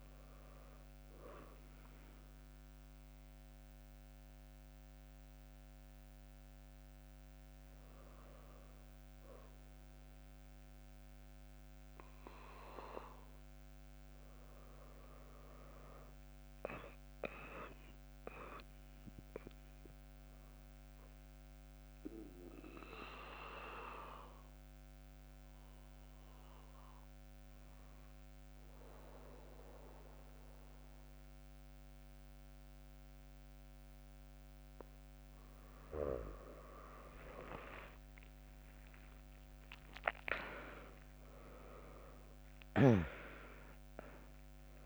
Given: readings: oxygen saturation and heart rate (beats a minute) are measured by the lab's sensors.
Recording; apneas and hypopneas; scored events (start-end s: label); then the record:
breathing in sleep by a microphone on the trachea; 1
0.00-1.50 s: oxygen desaturation (device-marked, oxygen 95% lowest, heart rate 64 extreme)
21.00-34.00 s: obstructive apnea (oxygen 100% before, 96% lowest, heart rate 76 before, 63 extreme, up 2 after)
37.00-42.50 s: arousal
40.50-44.86 s: drop in pulse transit time (device-marked, heart rate 66 before, 67 extreme)
From the record:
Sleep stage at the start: N2 (light sleep); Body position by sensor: on the back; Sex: female